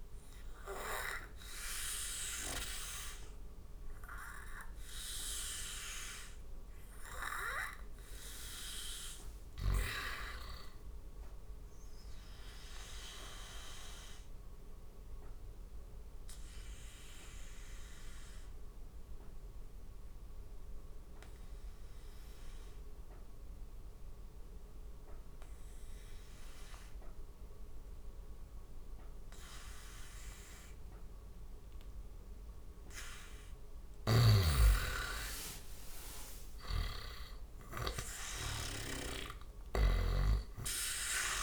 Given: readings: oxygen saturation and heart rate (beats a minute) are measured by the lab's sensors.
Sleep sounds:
breathing in sleep by a room microphone; 1
1.00-25.00 s: oxygen desaturation (device-marked, oxygen 98% before, 90% lowest, heart rate 76 before, 70 extreme)
12.50-32.00 s: obstructive apnea (oxygen 98% before, 90% lowest, heart rate 80 before, 70 extreme, up 10 after)
33.50-37.50 s: snoring (device-marked)
34.50-37.50 s: arousal
38.00-41.43 s: oxygen desaturation (device-marked, oxygen 97% before, 90% lowest, heart rate 73 before, 68 extreme)
From the record:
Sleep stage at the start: N2 (light sleep); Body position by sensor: on the back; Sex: male

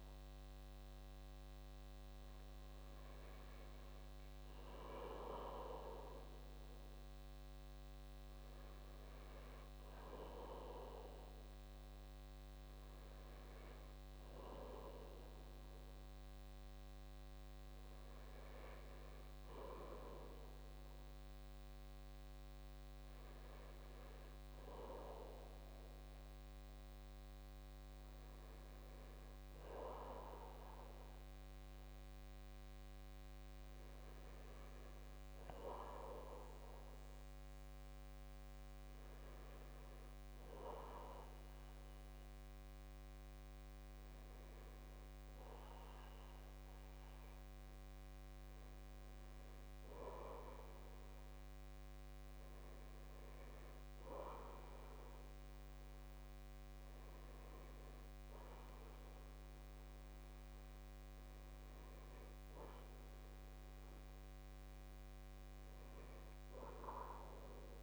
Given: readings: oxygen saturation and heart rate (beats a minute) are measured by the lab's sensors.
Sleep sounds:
breathing in sleep by a microphone on the trachea; none
6.50-67.83 s: new sleep stage, N2 (light sleep)
From the record:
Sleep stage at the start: N1 (lightest sleep); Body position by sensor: on the right side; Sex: male

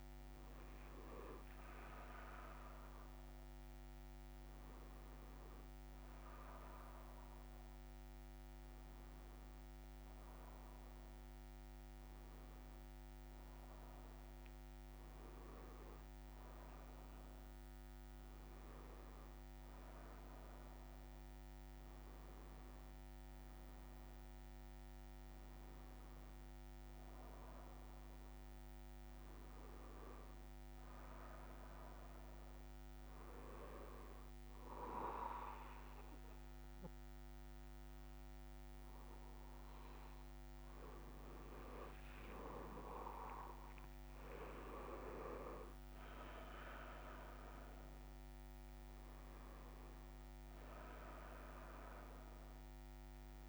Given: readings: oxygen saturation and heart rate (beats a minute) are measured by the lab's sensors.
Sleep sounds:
breathing in sleep by a microphone on the trachea; none
30.00-53.49 s: new sleep stage, N1 (lightest sleep)
From the record:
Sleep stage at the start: N3 (deep sleep); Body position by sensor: on the back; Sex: male

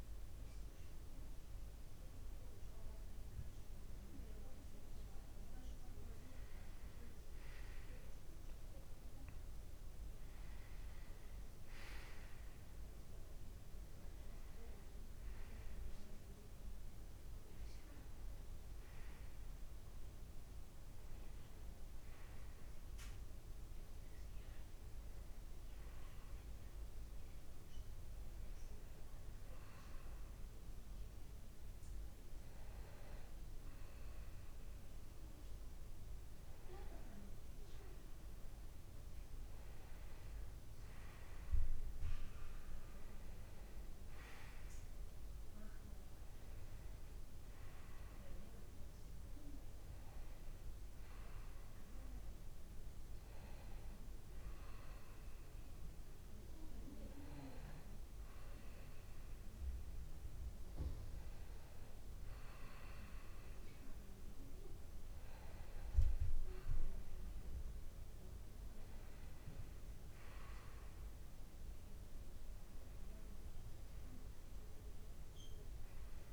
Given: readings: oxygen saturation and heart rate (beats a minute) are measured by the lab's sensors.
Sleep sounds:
a person awake in a sleep study, hard to hear, by a room microphone; none
60.00-76.32 s: new sleep stage, N1 (lightest sleep)
From the record:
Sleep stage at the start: awake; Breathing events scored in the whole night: 358 in 4.1 hours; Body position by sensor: on the back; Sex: male

